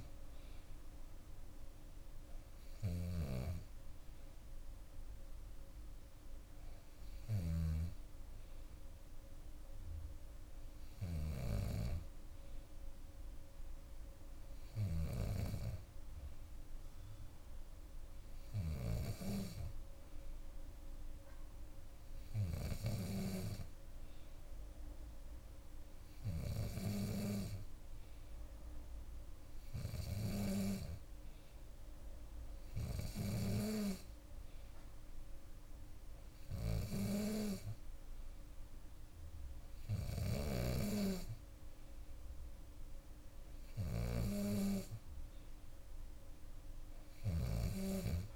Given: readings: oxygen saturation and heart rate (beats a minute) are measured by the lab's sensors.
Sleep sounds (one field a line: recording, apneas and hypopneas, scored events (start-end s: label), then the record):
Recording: breathing in sleep by a room microphone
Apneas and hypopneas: none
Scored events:
0.00-7.50 s: bradycardia (device-marked, heart rate 56 extreme)
0.00-7.50 s: snoring (device-marked)
16.50-48.36 s: new sleep stage, N2 (light sleep)
40.00-44.00 s: snoring (device-marked)
From the record:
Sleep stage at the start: N3 (deep sleep)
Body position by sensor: on the back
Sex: female